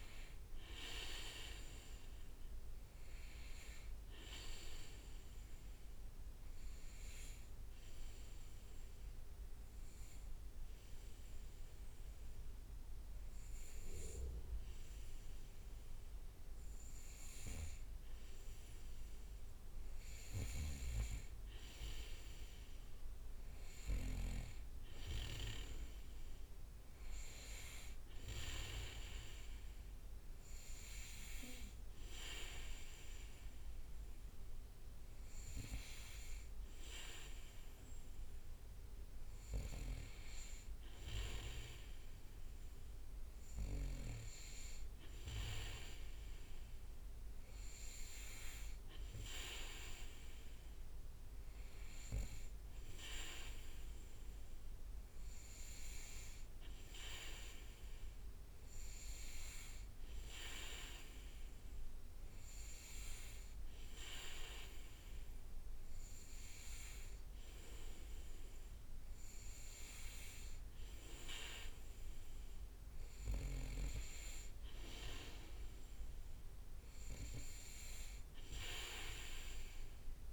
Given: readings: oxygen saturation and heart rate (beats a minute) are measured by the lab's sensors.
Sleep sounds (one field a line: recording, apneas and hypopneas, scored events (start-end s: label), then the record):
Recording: breathing in sleep by a room microphone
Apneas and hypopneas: 1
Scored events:
0.00-8.00 s: oxygen desaturation (device-marked, oxygen 93% lowest, heart rate 59 extreme)
7.00-18.00 s: obstructive apnea (oxygen 98% before, 95% lowest, heart rate 65 before, 59 extreme, up 4 after)
20.50-24.00 s: arousal
From the record:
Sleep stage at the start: N2 (light sleep)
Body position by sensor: on the back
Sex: male